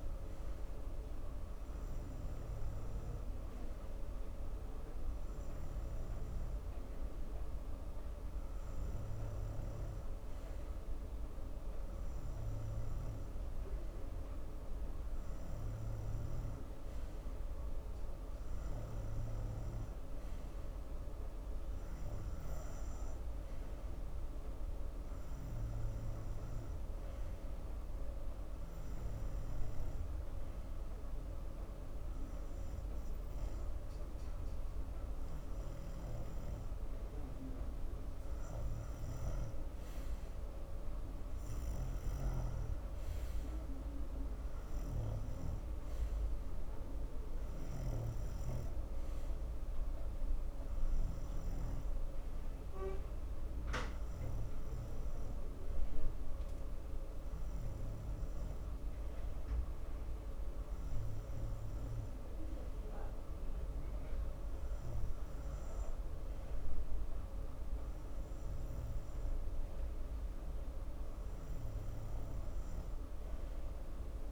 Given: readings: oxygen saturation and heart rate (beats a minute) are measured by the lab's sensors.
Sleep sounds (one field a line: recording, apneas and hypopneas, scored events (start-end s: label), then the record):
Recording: breathing in sleep, hard to hear, by a room microphone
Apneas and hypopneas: 1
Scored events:
30.50-41.00 s: obstructive apnea (oxygen 94% before, 91% lowest)
43.00-49.00 s: snoring (device-marked)
43.50-47.00 s: arousal
From the record:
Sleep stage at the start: N2 (light sleep)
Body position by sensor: on the front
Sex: male